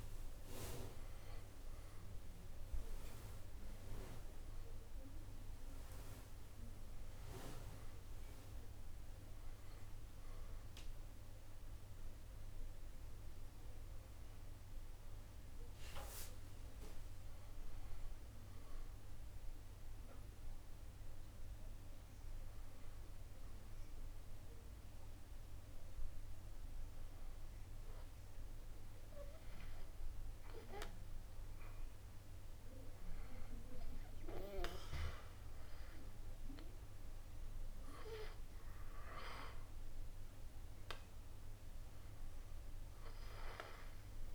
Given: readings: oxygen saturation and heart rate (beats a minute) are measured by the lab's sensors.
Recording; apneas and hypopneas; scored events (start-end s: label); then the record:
a person partly awake in a sleep study, by a room microphone; none
0.00-4.50 s: drop in pulse transit time (device-marked, heart rate 73 extreme)
0.00-13.50 s: oxygen desaturation (device-marked, oxygen 89% lowest, heart rate 70 extreme)
18.50-44.35 s: new sleep stage, N1 (lightest sleep)
From the record:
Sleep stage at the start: awake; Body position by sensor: on the back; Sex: male